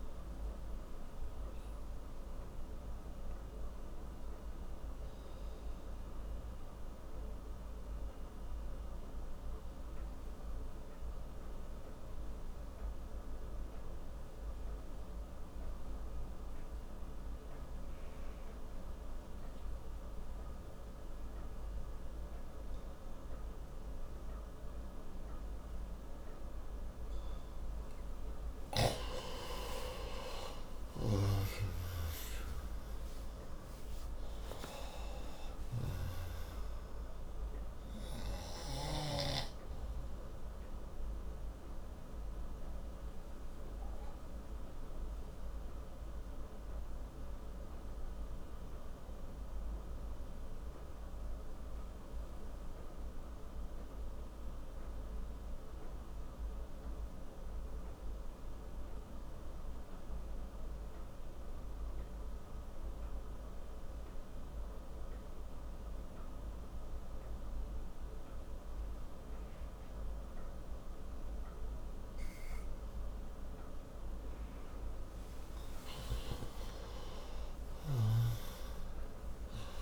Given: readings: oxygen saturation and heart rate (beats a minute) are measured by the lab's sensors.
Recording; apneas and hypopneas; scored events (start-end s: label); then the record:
breathing in sleep by a room microphone; 2
0.00-24.00 s: oxygen desaturation (device-marked, oxygen 89% lowest, heart rate 58 extreme)
1.50-25.50 s: obstructive apnea (oxygen 97% before, 89% lowest, heart rate 72 before, 57 extreme, up 17 after)
30.00-35.00 s: arousal
40.00-63.00 s: oxygen desaturation (device-marked, oxygen 95% before, 90% lowest, heart rate 68 before, 56 extreme)
42.50-74.50 s: obstructive apnea (oxygen 97% before, 88% lowest, heart rate 69 before, 56 extreme, up 11 after)
76.00-79.82 s: oxygen desaturation (device-marked, oxygen 97% before, 88% lowest, heart rate 62 before, 56 extreme)
76.50-79.82 s: arousal
From the record:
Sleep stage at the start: N2 (light sleep); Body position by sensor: on the right side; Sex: male